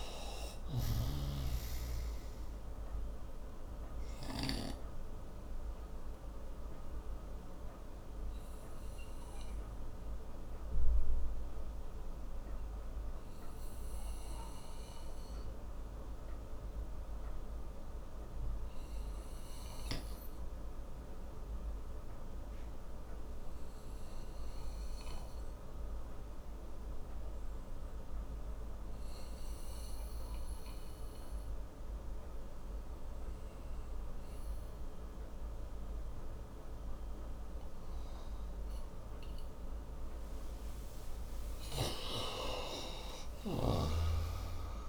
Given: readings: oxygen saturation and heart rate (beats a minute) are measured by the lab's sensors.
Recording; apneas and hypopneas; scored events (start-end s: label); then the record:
breathing in sleep by a room microphone; 1
0.00-24.50 s: oxygen desaturation (device-marked, oxygen 87% lowest)
3.50-40.50 s: obstructive apnea (oxygen 97% before, 87% lowest)
41.50-44.89 s: arousal
43.50-44.89 s: snoring (device-marked)
From the record:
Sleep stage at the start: N2 (light sleep); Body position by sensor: on the right side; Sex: male